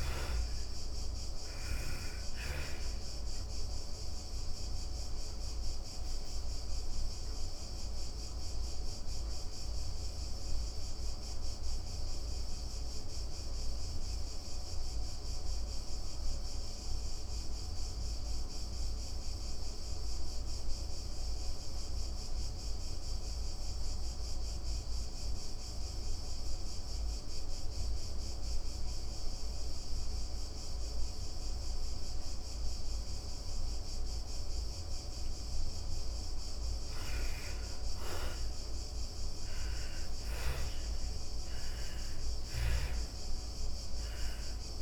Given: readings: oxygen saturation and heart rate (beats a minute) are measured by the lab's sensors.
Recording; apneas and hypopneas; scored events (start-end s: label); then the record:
breathing in sleep, hard to hear, by a room microphone; 1
0.00-24.50 s: oxygen desaturation (device-marked, oxygen 72% lowest, heart rate 69 extreme)
3.00-33.50 s: obstructive apnea (oxygen 98% before, 72% lowest, heart rate 115 before, 69 extreme, up 17 after)
26.50-44.82 s: oxygen desaturation (device-marked, oxygen 99% before, 76% lowest, heart rate 115 before, 69 extreme)
35.50-39.00 s: arousal
39.00-44.00 s: snoring (device-marked)
From the record:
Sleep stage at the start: N2 (light sleep); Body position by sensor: on the back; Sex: female